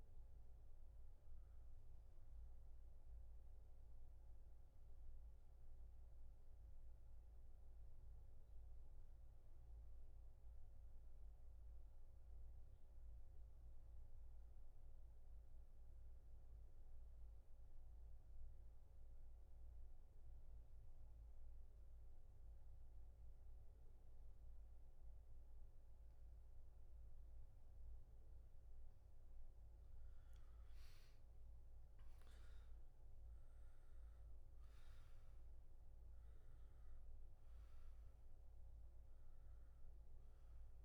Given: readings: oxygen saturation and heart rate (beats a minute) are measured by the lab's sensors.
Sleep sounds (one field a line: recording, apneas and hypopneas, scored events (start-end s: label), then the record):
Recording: breathing in sleep, hard to hear, by a room microphone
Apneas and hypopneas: 1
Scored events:
0.00-9.00 s: oxygen desaturation (device-marked, oxygen 81% lowest, heart rate 64 extreme)
3.00-28.00 s: mixed apnea (oxygen 99% before, 80% lowest, heart rate 74 before, 64 extreme, up 13 after)
24.00-40.85 s: oxygen desaturation (device-marked, oxygen 99% before, 80% lowest, heart rate 67 before, 63 extreme)
30.50-33.50 s: arousal
From the record:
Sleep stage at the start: N2 (light sleep)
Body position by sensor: on the back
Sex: male